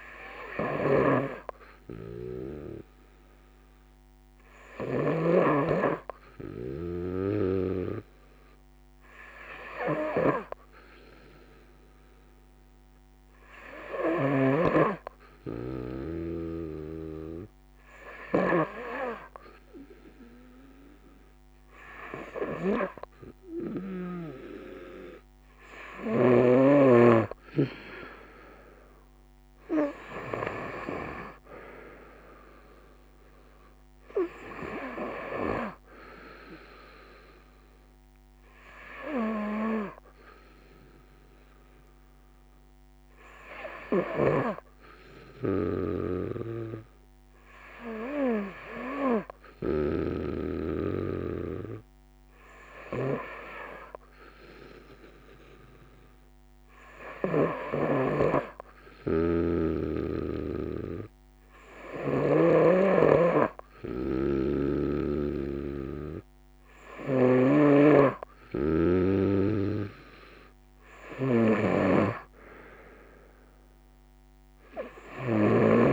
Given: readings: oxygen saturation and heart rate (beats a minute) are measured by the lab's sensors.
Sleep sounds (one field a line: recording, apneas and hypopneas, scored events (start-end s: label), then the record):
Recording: breathing in sleep by a microphone on the trachea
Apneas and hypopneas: 2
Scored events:
0.00-4.50 s: snoring (device-marked)
2.00-21.00 s: hypopnea (oxygen 92% before, 89% lowest, heart rate 68 before, 67 extreme, up 2 after)
9.00-13.50 s: snoring (device-marked)
15.50-25.50 s: snoring (device-marked)
22.50-26.00 s: arousal
41.00-62.00 s: hypopnea (oxygen 91% before, 89% lowest, heart rate 70 before, 64 extreme)
43.00-49.00 s: snoring (device-marked)
65.50-70.00 s: arousal
66.00-75.93 s: snoring (device-marked)
From the record:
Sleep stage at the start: N2 (light sleep)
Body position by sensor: on the front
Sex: female